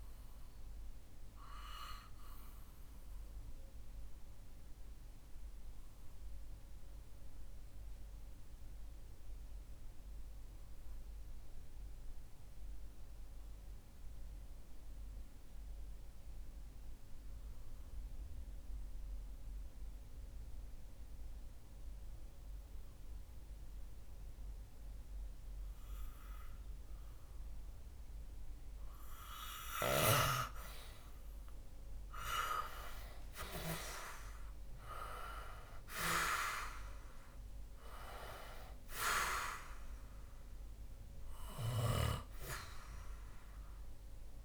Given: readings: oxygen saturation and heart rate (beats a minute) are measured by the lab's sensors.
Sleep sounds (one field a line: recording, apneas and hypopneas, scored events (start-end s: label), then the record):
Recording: breathing in sleep by a room microphone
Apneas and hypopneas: 1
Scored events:
1.00-28.00 s: mixed apnea (oxygen 98% before, 90% lowest, heart rate 66 before, 60 extreme, up 8 after)
3.50-15.50 s: oxygen desaturation (device-marked, oxygen 95% before, 92% lowest, heart rate 66 before, 60 extreme)
30.50-36.00 s: arousal
30.50-44.44 s: oxygen desaturation (device-marked, oxygen 97% before, 90% lowest, heart rate 61 before, 62 extreme)
From the record:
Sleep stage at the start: N2 (light sleep)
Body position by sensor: on the back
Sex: male